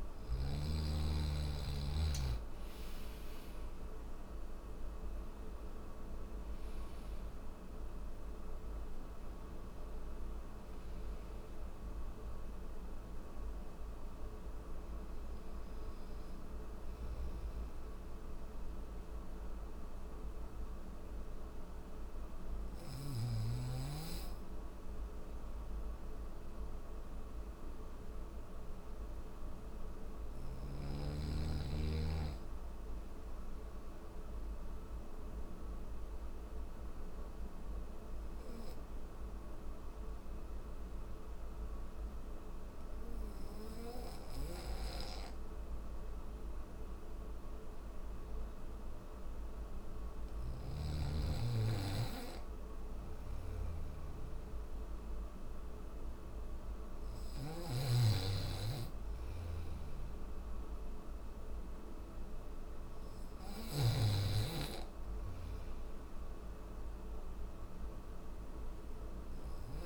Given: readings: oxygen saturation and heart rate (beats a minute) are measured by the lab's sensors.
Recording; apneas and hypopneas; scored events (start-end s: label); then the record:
breathing in sleep by a room microphone; none
52.00-56.50 s: snoring (device-marked)
From the record:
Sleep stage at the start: N3 (deep sleep); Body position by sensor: on the back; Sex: male